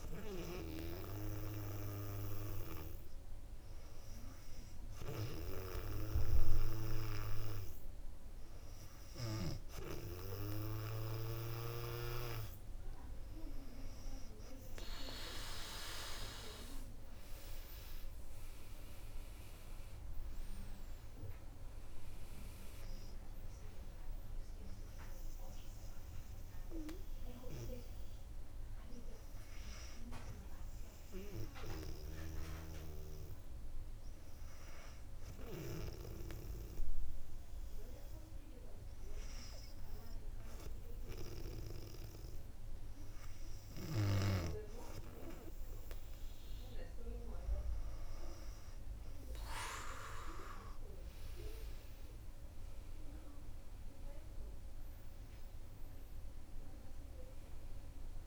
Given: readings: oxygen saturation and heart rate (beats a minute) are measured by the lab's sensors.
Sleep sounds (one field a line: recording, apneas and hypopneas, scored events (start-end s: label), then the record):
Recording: breathing in sleep by a room microphone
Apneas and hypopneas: 1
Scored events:
17.50-22.00 s: arousal
28.50-47.00 s: obstructive apnea (oxygen 98% before, 96% lowest, heart rate 66 before, 57 extreme, up 4 after)
51.50-56.00 s: arousal
From the record:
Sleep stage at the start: N2 (light sleep)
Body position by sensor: on the back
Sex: female